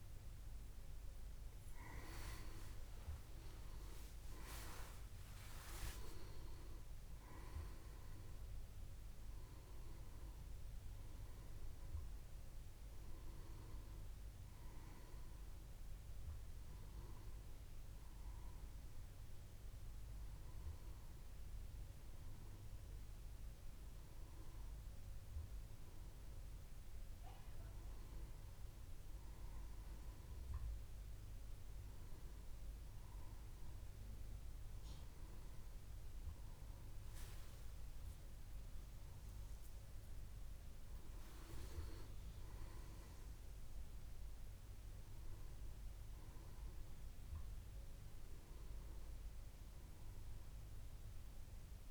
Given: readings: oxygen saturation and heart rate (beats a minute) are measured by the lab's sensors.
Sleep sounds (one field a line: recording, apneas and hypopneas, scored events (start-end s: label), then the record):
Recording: a person awake in a sleep study, by a room microphone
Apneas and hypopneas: none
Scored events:
4.50-6.50 s: long interval between heartbeats (device-marked, heart rate 73 before, 83 extreme)
From the record:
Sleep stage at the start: awake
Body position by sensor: on the back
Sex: male